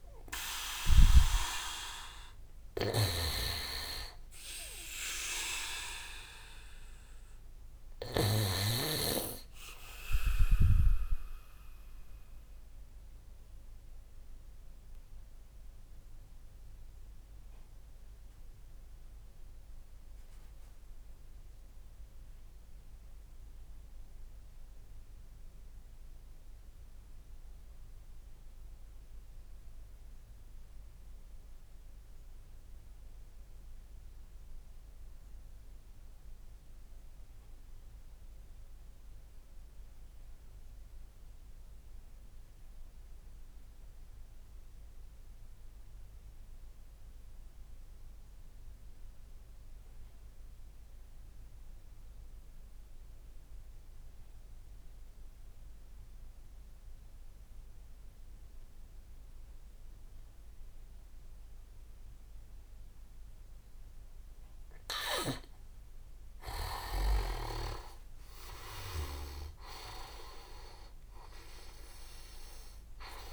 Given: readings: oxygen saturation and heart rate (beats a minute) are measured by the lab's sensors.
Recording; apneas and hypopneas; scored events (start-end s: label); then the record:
breathing in sleep by a room microphone; 1
0.00-8.00 s: snoring (device-marked)
11.00-64.50 s: obstructive apnea (oxygen 99% before, 93% lowest)
18.50-31.50 s: oxygen desaturation (device-marked, oxygen 97% before, 93% lowest)
66.50-69.00 s: leg movement (device-marked)
68.50-73.33 s: arousal
From the record:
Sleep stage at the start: N2 (light sleep); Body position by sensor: on the back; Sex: male